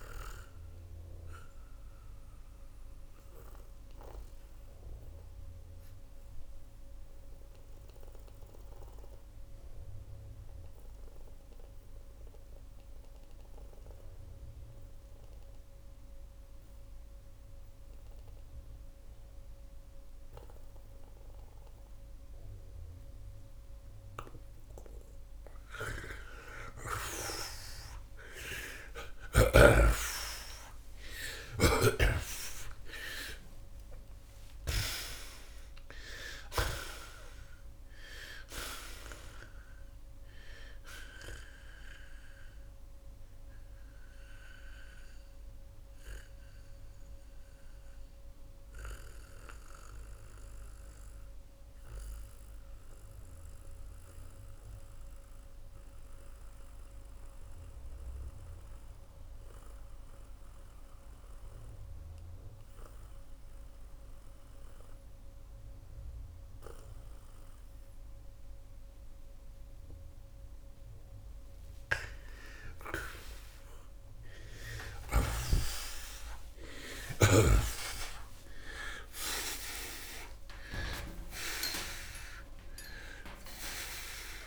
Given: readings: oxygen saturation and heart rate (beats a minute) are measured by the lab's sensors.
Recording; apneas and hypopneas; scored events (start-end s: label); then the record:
breathing in sleep by a room microphone; 2
0.50-24.50 s: oxygen desaturation (device-marked, oxygen 96% before, 88% lowest)
1.50-24.00 s: mixed apnea (oxygen 97% before, 83% lowest)
29.00-34.00 s: arousal
45.00-71.00 s: mixed apnea (oxygen 93% before, 83% lowest)
58.50-72.50 s: oxygen desaturation (device-marked, oxygen 92% before, 83% lowest)
76.50-82.00 s: arousal
From the record:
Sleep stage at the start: N2 (light sleep); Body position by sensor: on the back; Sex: male